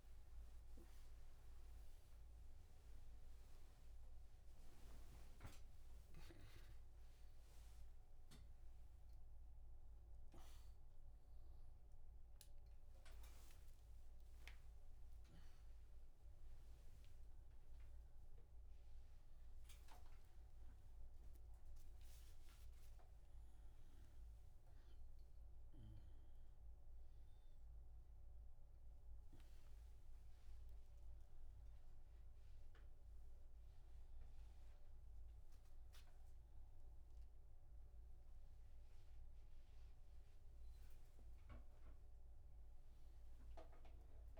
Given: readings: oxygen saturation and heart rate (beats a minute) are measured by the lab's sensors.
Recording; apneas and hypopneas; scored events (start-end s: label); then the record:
a person awake in a sleep study, by a room microphone; none
13.50-23.50 s: oxygen desaturation (device-marked, oxygen 97% before, 94% lowest, heart rate 131 before, 74 extreme)
From the record:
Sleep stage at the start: awake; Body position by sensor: on the right side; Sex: male